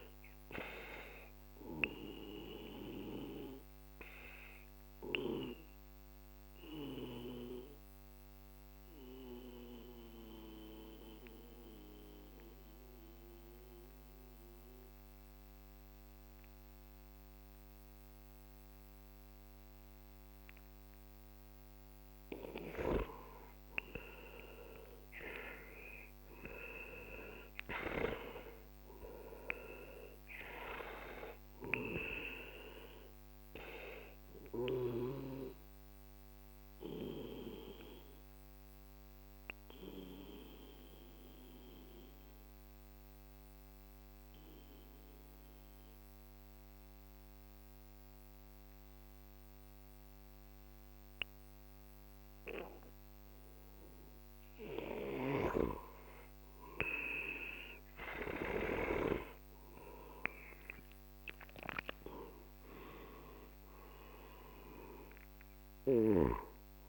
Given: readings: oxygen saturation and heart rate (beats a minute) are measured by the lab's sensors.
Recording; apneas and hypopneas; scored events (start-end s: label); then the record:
breathing in sleep by a microphone on the trachea; 2
0.00-15.50 s: oxygen desaturation (device-marked, oxygen 91% lowest, heart rate 43 extreme)
2.00-21.50 s: obstructive apnea (oxygen 95% before, 91% lowest, heart rate 54 before, 42 extreme, up 15 after)
23.50-27.50 s: arousal
29.50-47.50 s: oxygen desaturation (device-marked, oxygen 97% before, 91% lowest, heart rate 51 before, 42 extreme)
33.00-55.00 s: obstructive apnea (oxygen 97% before, 89% lowest, heart rate 53 before, 42 extreme, up 15 after)
57.50-61.00 s: arousal
61.50-66.89 s: oxygen desaturation (device-marked, oxygen 96% before, 91% lowest, heart rate 47 before, 43 extreme)
From the record:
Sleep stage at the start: N2 (light sleep); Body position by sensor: on the back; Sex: male